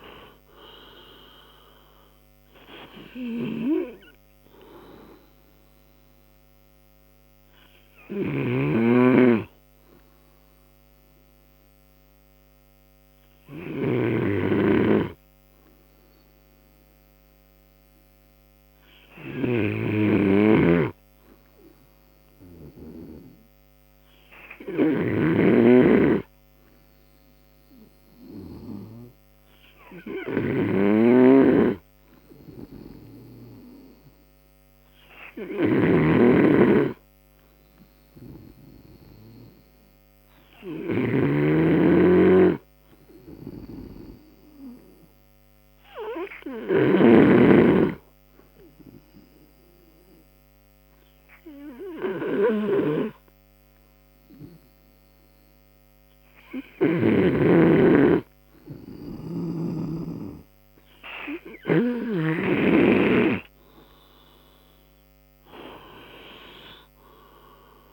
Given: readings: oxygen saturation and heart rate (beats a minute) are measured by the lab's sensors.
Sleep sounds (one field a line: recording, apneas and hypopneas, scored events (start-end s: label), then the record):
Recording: breathing in sleep by a microphone on the trachea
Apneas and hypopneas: 1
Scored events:
0.00-1.50 s: arousal
0.00-7.50 s: oxygen desaturation (device-marked, oxygen 90% lowest, heart rate 53 extreme)
11.50-63.00 s: obstructive apnea (oxygen 97% before, 88% lowest, heart rate 72 before, 58 extreme, up 20 after)
21.00-26.00 s: snoring (device-marked)
25.50-43.50 s: oxygen desaturation (device-marked, oxygen 98% before, 94% lowest, heart rate 62 before, 63 extreme)
36.00-48.00 s: snoring (device-marked)
65.00-67.50 s: arousal
66.50-67.92 s: oxygen desaturation (device-marked, oxygen 94% before, 90% lowest, heart rate 72 before, 58 extreme)
From the record:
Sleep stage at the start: N2 (light sleep)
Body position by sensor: on the right side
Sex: male